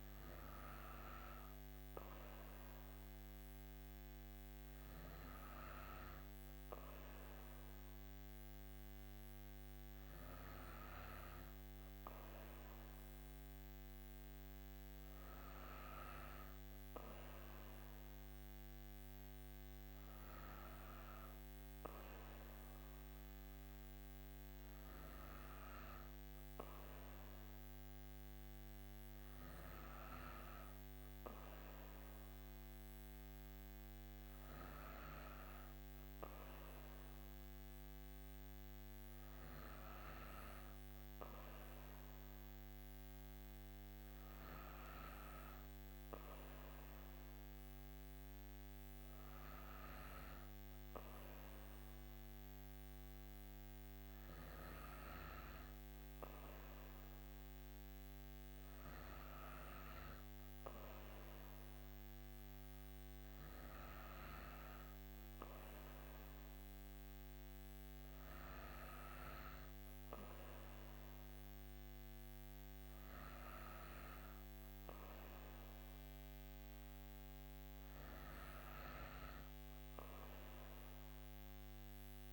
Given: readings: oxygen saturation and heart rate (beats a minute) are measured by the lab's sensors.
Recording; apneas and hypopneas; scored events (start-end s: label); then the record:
breathing in sleep, hard to hear, by a microphone on the trachea; none
none scored
From the record:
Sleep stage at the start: N2 (light sleep); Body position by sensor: on the right side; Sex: female